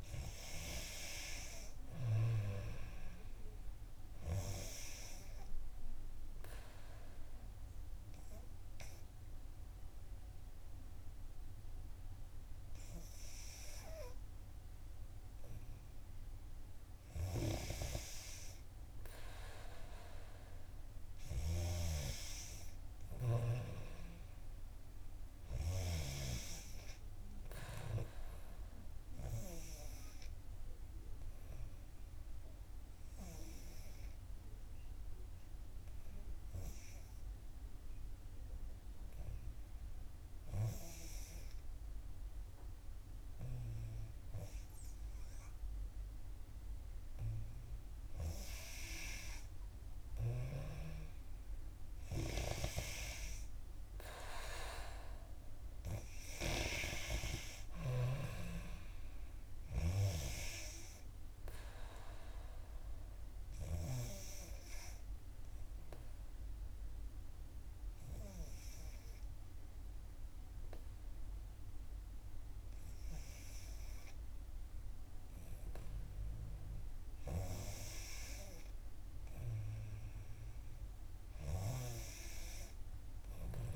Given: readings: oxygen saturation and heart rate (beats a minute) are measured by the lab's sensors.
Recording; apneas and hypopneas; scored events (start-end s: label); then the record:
breathing in sleep by a room microphone; 3
0.00-19.50 s: oxygen desaturation (device-marked, oxygen 89% lowest, heart rate 61 extreme)
5.00-16.50 s: obstructive apnea (oxygen 94% before, 88% lowest, heart rate 63 before, 61 extreme, up 4 after)
19.50-23.00 s: arousal
30.00-47.00 s: obstructive apnea (oxygen 94% before, 88% lowest, heart rate 63 before, 62 extreme, up 3 after)
48.50-52.50 s: arousal
50.50-76.50 s: oxygen desaturation (device-marked, oxygen 93% before, 88% lowest, heart rate 64 before, 60 extreme)
65.00-78.50 s: obstructive apnea (oxygen 93% before, 88% lowest, heart rate 65 before, 60 extreme, up 3 after)
79.50-83.50 s: arousal
From the record:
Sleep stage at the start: N3 (deep sleep); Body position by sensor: on the back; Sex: female